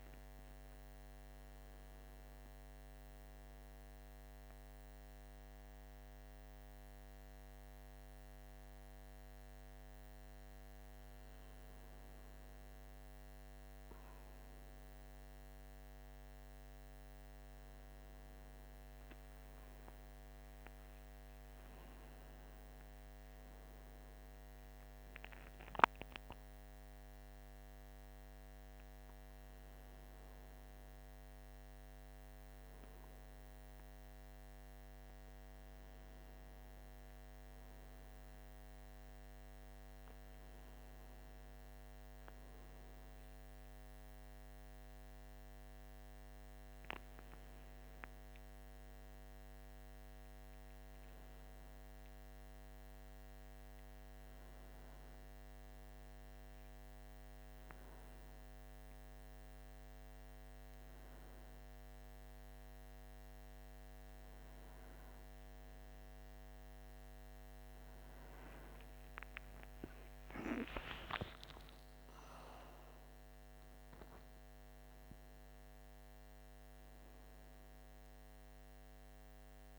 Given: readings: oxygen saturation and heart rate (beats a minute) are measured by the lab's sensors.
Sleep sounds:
a person awake in a sleep study, hard to hear, by a microphone on the trachea; none
none scored
From the record:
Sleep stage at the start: awake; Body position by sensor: on the right side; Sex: male

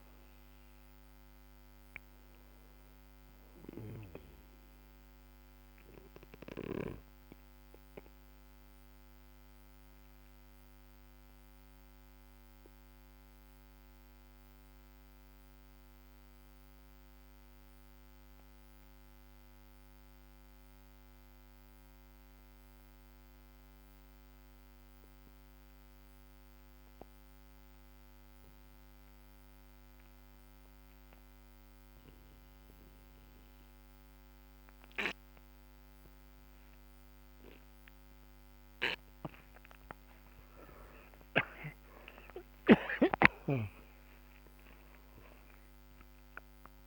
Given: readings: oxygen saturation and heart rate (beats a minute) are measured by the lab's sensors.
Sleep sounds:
breathing in sleep by a microphone on the trachea; 1
0.00-20.00 s: oxygen desaturation (device-marked, oxygen 90% lowest, heart rate 47 extreme)
7.00-39.50 s: obstructive apnea (oxygen 97% before, 90% lowest, heart rate 65 before, 44 extreme, up 20 after)
41.00-46.00 s: arousal
45.00-46.87 s: oxygen desaturation (device-marked, oxygen 98% before, 90% lowest, heart rate 56 before, 44 extreme)
From the record:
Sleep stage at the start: N2 (light sleep); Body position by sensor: on the back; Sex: male

